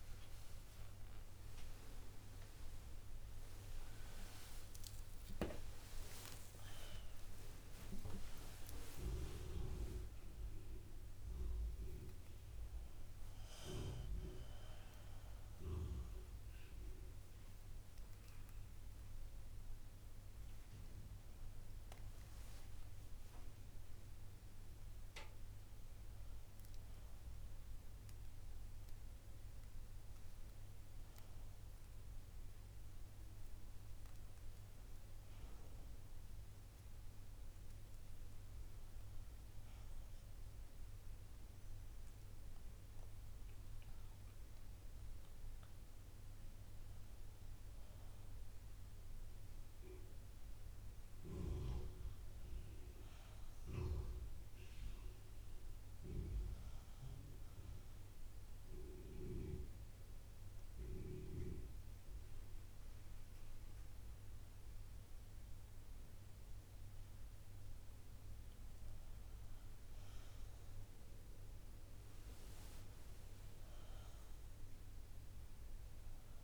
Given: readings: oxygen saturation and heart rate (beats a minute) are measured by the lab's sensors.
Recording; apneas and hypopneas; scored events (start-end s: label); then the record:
breathing in sleep by a room microphone; 1
0.00-6.50 s: arousal
40.00-76.44 s: new sleep stage, N2 (light sleep)
42.00-47.00 s: arousal
58.00-69.00 s: obstructive apnea (oxygen 97% before, 90% lowest, heart rate 63 before, 59 extreme, up 5 after)
70.50-75.00 s: arousal
From the record:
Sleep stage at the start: N1 (lightest sleep); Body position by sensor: on the back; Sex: female